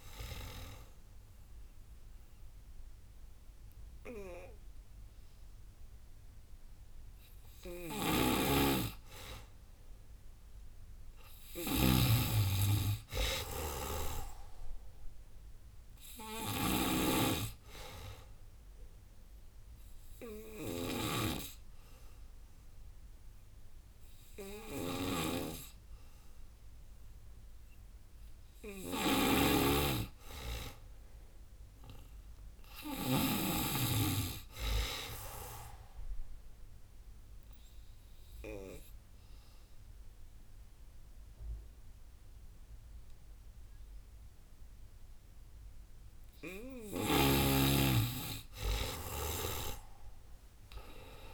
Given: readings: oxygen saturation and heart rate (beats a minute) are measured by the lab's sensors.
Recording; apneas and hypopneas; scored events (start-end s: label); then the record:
breathing in sleep by a room microphone; 2
0.50-2.50 s: long interval between heartbeats (device-marked, heart rate 96 before, 84 extreme)
3.00-5.00 s: long interval between heartbeats (device-marked, heart rate 94 before, 95 extreme)
7.50-33.00 s: snoring (device-marked)
9.50-19.50 s: drop in pulse transit time (device-marked, heart rate 91 before, 82 extreme)
11.00-13.00 s: long interval between heartbeats (device-marked, heart rate 90 before, 92 extreme)
11.50-15.00 s: arousal
16.50-19.50 s: tachycardia (device-marked, heart rate 104 before, 97 extreme)
17.50-30.50 s: oxygen desaturation (device-marked, oxygen 96% before, 92% lowest, heart rate 90 before, 88 extreme)
18.00-20.00 s: long interval between heartbeats (device-marked, heart rate 90 before, 97 extreme)
18.00-28.50 s: obstructive apnea (oxygen 96% before, 89% lowest, heart rate 90 before, 88 extreme, up 16 after)
23.50-25.50 s: long interval between heartbeats (device-marked, heart rate 94 before, 98 extreme)
24.50-34.50 s: tachycardia (device-marked, heart rate 104 before, 114 extreme)
25.50-27.50 s: long interval between heartbeats (device-marked, heart rate 95 before, 100 extreme)
30.00-32.00 s: long interval between heartbeats (device-marked, heart rate 98 before, 113 extreme)
30.00-33.00 s: arousal
32.50-34.50 s: long interval between heartbeats (device-marked, heart rate 101 before, 109 extreme)
34.50-41.50 s: drop in pulse transit time (device-marked, heart rate 103 before, 88 extreme)
35.00-37.00 s: long interval between heartbeats (device-marked, heart rate 103 before, 111 extreme)
35.50-46.50 s: obstructive apnea (oxygen 97% before, 89% lowest, heart rate 104 before, 79 extreme, up 22 after)
39.00-41.00 s: long interval between heartbeats (device-marked, heart rate 105 before, 97 extreme)
39.50-46.50 s: tachycardia (device-marked, heart rate 106 before, 111 extreme)
43.00-45.00 s: long interval between heartbeats (device-marked, heart rate 104 before, 107 extreme)
46.00-48.00 s: long interval between heartbeats (device-marked, heart rate 105 before, 107 extreme)
48.50-51.34 s: arousal
50.00-51.34 s: long interval between heartbeats (device-marked, heart rate 106 before, 97 extreme)
From the record:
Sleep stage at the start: N2 (light sleep); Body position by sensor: on the back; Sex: female